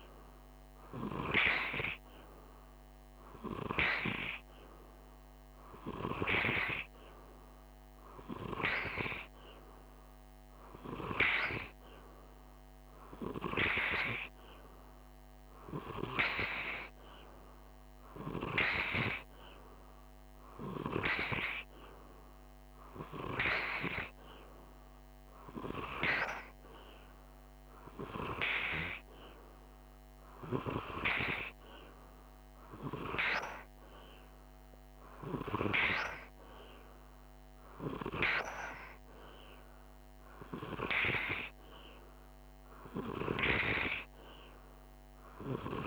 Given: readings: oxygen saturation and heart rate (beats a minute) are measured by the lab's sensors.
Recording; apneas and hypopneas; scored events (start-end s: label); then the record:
breathing in sleep by a microphone on the trachea; none
none scored
From the record:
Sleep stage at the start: N2 (light sleep); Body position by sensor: on the right side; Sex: male